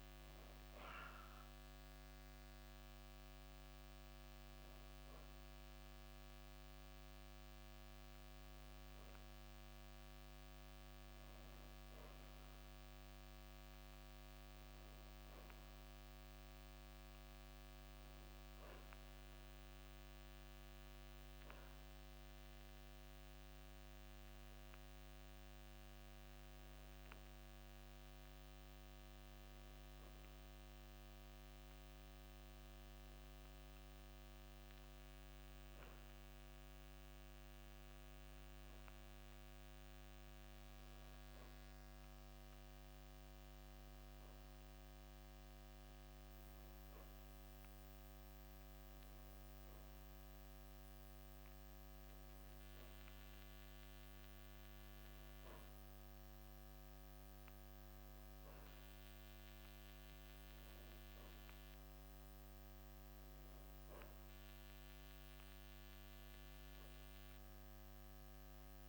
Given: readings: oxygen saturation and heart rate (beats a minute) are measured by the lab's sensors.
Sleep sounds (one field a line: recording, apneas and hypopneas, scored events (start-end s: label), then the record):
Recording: breathing in sleep, hard to hear, by a microphone on the trachea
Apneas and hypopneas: 1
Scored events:
18.00-30.00 s: hypopnea (oxygen 97% before, 93% lowest, heart rate 85 before, 55 extreme, up 0 after)
31.50-35.00 s: arousal
63.00-67.00 s: arousal
From the record:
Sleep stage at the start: N2 (light sleep)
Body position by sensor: on the back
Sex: male